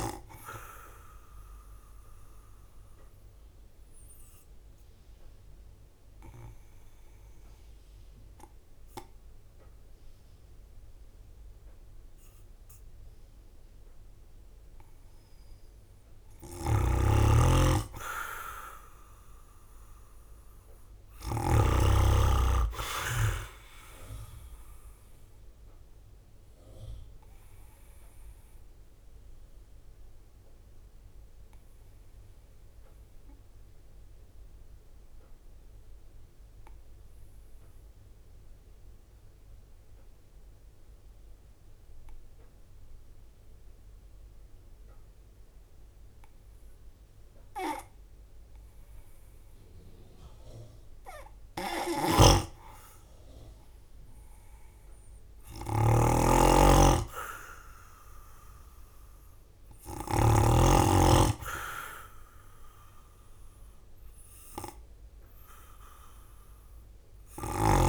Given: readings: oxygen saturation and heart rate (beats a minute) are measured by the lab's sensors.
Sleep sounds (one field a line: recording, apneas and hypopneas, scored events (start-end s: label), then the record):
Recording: breathing in sleep by a room microphone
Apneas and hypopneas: 2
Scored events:
0.00-6.50 s: drop in pulse transit time (device-marked, heart rate 52 extreme)
0.50-15.00 s: obstructive apnea (oxygen 97% before, 94% lowest, heart rate 56 before, 52 extreme, up 9 after)
17.00-20.50 s: arousal
21.50-39.50 s: oxygen desaturation (device-marked, oxygen 98% before, 94% lowest, heart rate 54 before, 52 extreme)
22.50-36.50 s: drop in pulse transit time (device-marked, heart rate 54 before, 52 extreme)
26.50-49.00 s: obstructive apnea (oxygen 98% before, 93% lowest, heart rate 56 before, 52 extreme, up 7 after)
48.50-54.50 s: oxygen desaturation (device-marked, oxygen 97% before, 94% lowest, heart rate 54 before, 53 extreme)
51.50-60.00 s: snoring (device-marked)
52.00-56.00 s: arousal
53.50-67.89 s: drop in pulse transit time (device-marked, heart rate 54 before, 54 extreme)
From the record:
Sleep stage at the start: N2 (light sleep)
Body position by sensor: on the right side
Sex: male